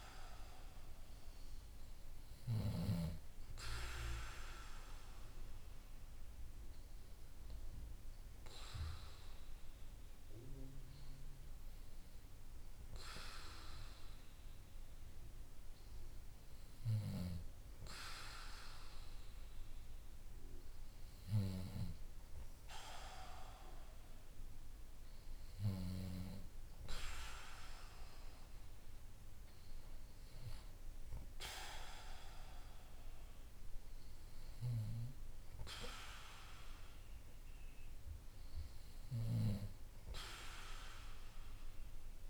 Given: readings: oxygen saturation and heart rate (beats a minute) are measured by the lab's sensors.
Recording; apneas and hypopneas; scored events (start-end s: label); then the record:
breathing in sleep by a room microphone; none
0.00-3.00 s: arousal
From the record:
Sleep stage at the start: N2 (light sleep); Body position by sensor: on the back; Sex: male